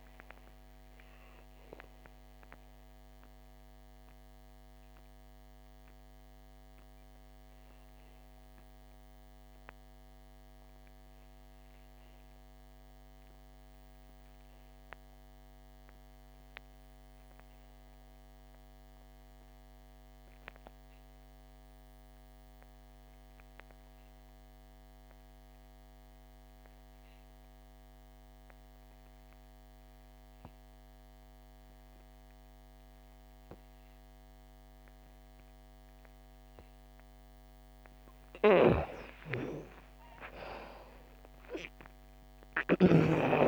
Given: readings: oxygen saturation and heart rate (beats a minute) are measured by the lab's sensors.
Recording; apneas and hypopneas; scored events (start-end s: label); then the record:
breathing in sleep by a microphone on the trachea; 1
0.00-21.50 s: oxygen desaturation (device-marked, oxygen 63% lowest, heart rate 53 extreme)
1.00-38.50 s: mixed apnea (oxygen 91% before, 63% lowest, heart rate 61 before, 58 extreme, up 51 after)
23.50-43.48 s: oxygen desaturation (device-marked, oxygen 98% before, 64% lowest, heart rate 68 before, 58 extreme)
38.50-43.00 s: snoring (device-marked)
39.50-43.48 s: arousal
From the record:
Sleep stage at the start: REM sleep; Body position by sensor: on the back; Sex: female